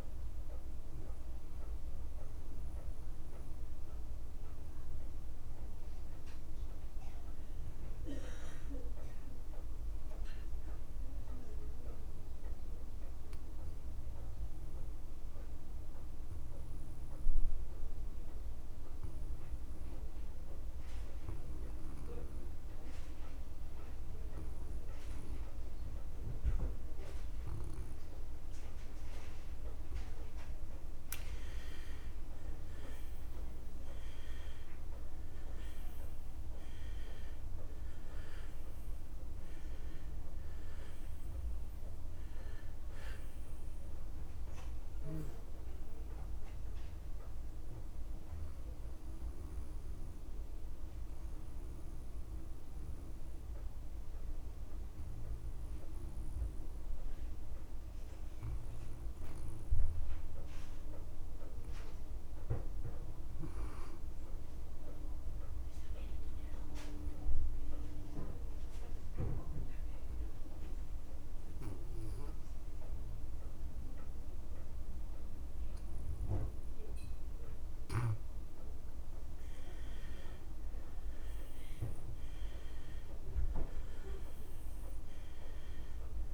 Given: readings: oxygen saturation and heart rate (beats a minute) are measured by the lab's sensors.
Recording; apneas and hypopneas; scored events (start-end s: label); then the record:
breathing in sleep by a room microphone; 2
0.00-14.00 s: oxygen desaturation (device-marked, oxygen 74% lowest)
14.50-30.50 s: obstructive apnea (oxygen 97% before, 82% lowest)
32.00-35.50 s: arousal
32.00-64.00 s: oxygen desaturation (device-marked, oxygen 98% before, 82% lowest)
48.00-77.50 s: obstructive apnea (oxygen 100% before, 82% lowest)
76.00-86.34 s: oxygen desaturation (device-marked, oxygen 99% before, 84% lowest)
79.50-83.50 s: arousal
From the record:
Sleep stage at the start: N2 (light sleep); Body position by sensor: on the back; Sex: male